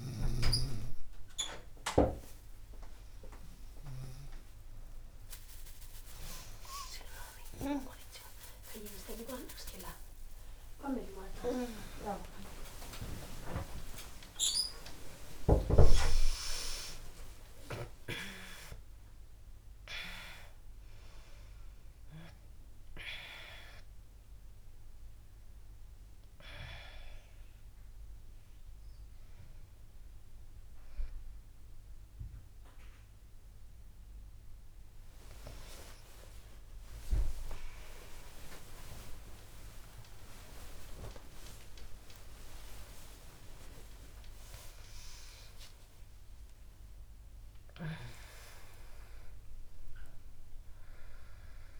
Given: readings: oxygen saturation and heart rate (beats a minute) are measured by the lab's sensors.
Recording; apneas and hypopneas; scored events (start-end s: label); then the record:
a person awake in a sleep study, by a room microphone; none
31.00-33.00 s: bradycardia (device-marked, heart rate 76 before, 70 extreme)
From the record:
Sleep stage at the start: awake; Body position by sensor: on the back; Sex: female